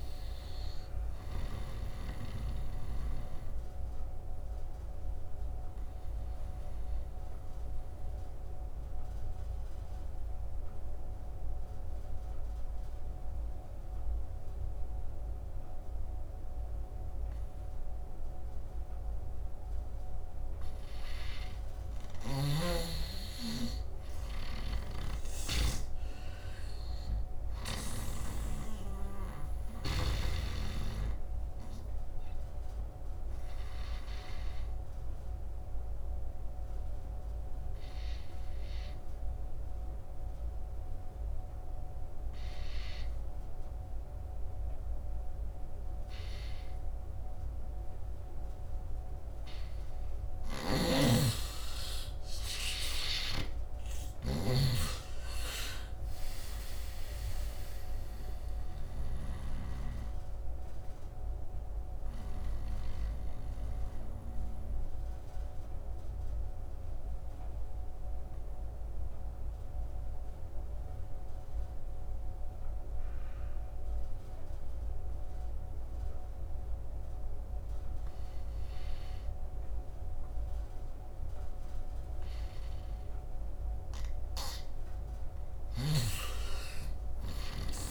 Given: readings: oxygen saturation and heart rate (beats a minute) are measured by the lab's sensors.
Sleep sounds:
breathing in sleep by a room microphone; 3
0.00-18.00 s: oxygen desaturation (device-marked, oxygen 80% lowest, heart rate 66 extreme)
2.50-21.00 s: obstructive apnea (oxygen 98% before, 80% lowest, heart rate 76 before, 66 extreme, up 9 after)
22.00-25.50 s: snoring (device-marked)
23.00-27.00 s: arousal
24.00-46.00 s: oxygen desaturation (device-marked, oxygen 100% before, 86% lowest, heart rate 70 before, 65 extreme)
32.50-49.50 s: obstructive apnea (oxygen 100% before, 82% lowest, heart rate 72 before, 65 extreme, up 13 after)
50.00-59.00 s: snoring (device-marked)
51.00-79.00 s: oxygen desaturation (device-marked, oxygen 98% before, 85% lowest, heart rate 74 before, 64 extreme)
52.00-56.00 s: arousal
59.00-83.50 s: obstructive apnea (oxygen 98% before, 82% lowest, heart rate 74 before, 64 extreme, up 16 after)
85.00-87.91 s: oxygen desaturation (device-marked, oxygen 100% before, 82% lowest, heart rate 67 before, 63 extreme)
From the record:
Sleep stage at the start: N2 (light sleep); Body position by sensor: on the right side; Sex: male

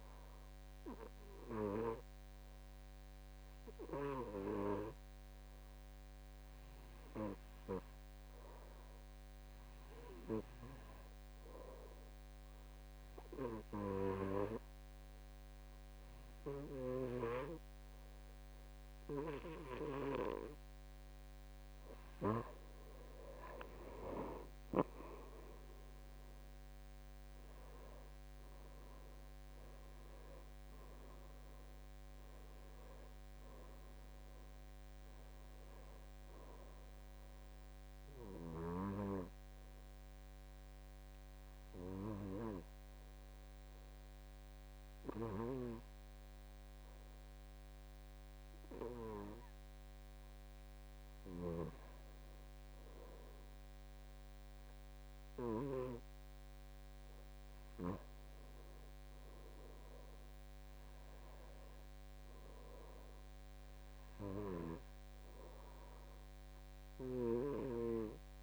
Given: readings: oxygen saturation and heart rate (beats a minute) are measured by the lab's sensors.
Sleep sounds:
breathing in sleep by a microphone on the trachea; 2
6.00-9.50 s: arousal
12.50-23.50 s: obstructive apnea (oxygen 95% before, 90% lowest, heart rate 57 before, 56 extreme, up 9 after)
25.00-50.00 s: oxygen desaturation (device-marked, oxygen 95% before, 90% lowest, heart rate 59 before, 56 extreme)
25.50-29.50 s: arousal
38.50-55.50 s: hypopnea (oxygen 95% before, 89% lowest, heart rate 64 before, 56 extreme, up 5 after)
58.00-61.00 s: arousal
63.00-68.43 s: oxygen desaturation (device-marked, oxygen 98% before, 93% lowest, heart rate 59 before, 59 extreme)
From the record:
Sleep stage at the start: N2 (light sleep); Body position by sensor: on the back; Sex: male

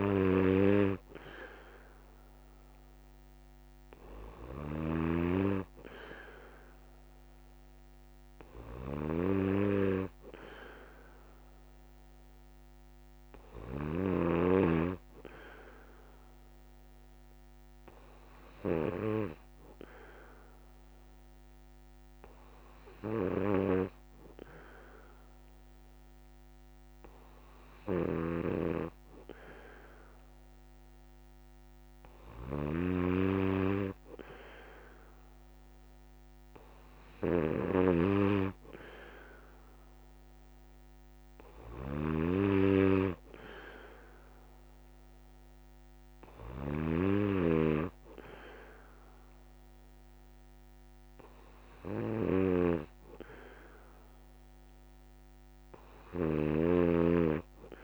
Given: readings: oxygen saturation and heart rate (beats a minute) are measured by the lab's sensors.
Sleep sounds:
breathing in sleep by a microphone on the trachea; none
0.00-14.00 s: snoring (device-marked)
27.50-56.50 s: snoring (device-marked)
From the record:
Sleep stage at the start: N1 (lightest sleep); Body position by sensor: on the back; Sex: male

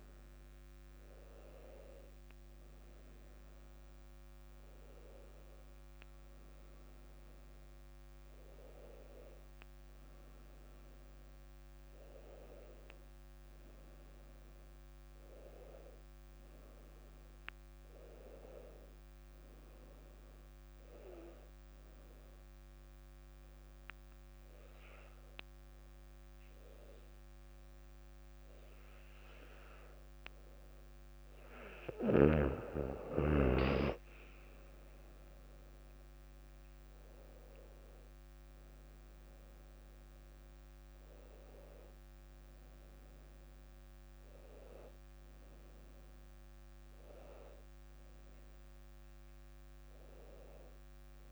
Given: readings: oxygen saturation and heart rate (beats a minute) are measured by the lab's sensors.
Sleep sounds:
a person partly awake in a sleep study, by a microphone on the trachea; 1
15.50-45.50 s: new sleep stage, N1 (lightest sleep)
20.00-32.00 s: hypopnea (oxygen 96% before, 95% lowest, heart rate 67 before, 61 extreme, up 5 after)
34.50-38.50 s: arousal
36.50-48.50 s: drop in pulse transit time (device-marked, heart rate 63 before, 64 extreme)
45.50-51.32 s: new sleep stage, N2 (light sleep)
From the record:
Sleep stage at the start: awake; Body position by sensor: on the back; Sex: female

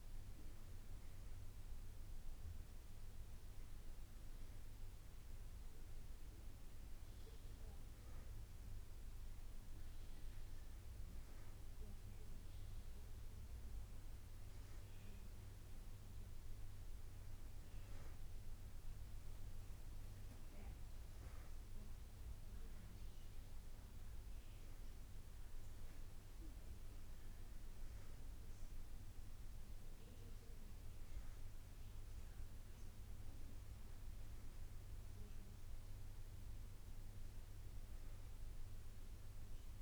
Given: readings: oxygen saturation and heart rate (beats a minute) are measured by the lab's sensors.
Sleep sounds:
breathing in sleep, hard to hear, by a room microphone; none
none scored
From the record:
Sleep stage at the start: N2 (light sleep); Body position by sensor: on the back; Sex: female

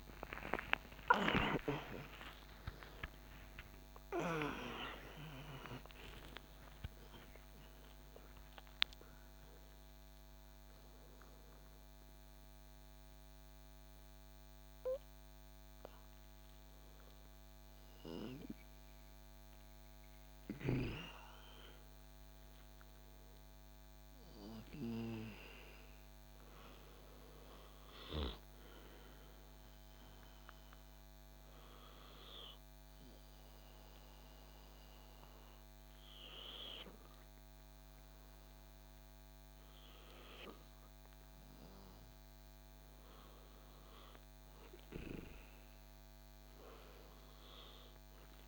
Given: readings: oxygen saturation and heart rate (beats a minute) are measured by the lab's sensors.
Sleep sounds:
a person partly awake in a sleep study, by a microphone on the trachea; 1
16.00-48.48 s: new sleep stage, N2 (light sleep)
32.50-42.50 s: hypopnea (oxygen 97% before, 94% lowest, heart rate 74 before, 63 extreme, up 5 after)
44.00-47.50 s: arousal
From the record:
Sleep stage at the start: awake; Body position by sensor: on the back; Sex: male

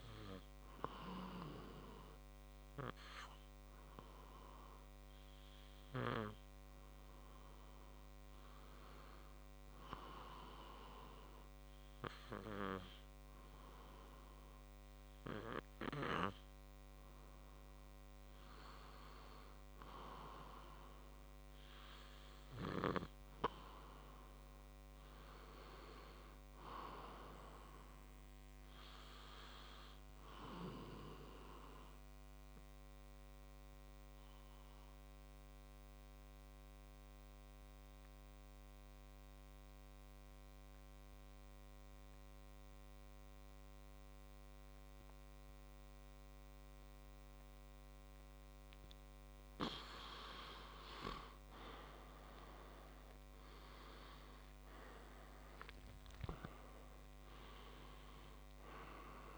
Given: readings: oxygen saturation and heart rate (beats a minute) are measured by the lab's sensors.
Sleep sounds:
breathing in sleep by a microphone on the trachea; 2
0.00-8.00 s: oxygen desaturation (device-marked, oxygen 93% lowest, heart rate 58 extreme)
3.50-16.50 s: hypopnea (oxygen 96% before, 91% lowest, heart rate 61 before, 58 extreme, up 1 after)
19.00-23.00 s: arousal
32.00-49.00 s: obstructive apnea (oxygen 96% before, 91% lowest, heart rate 60 before, 53 extreme, up 5 after)
48.00-59.38 s: oxygen desaturation (device-marked, oxygen 96% before, 91% lowest, heart rate 62 before, 53 extreme)
53.50-58.50 s: arousal
From the record:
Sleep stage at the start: N2 (light sleep); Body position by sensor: on the back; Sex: male

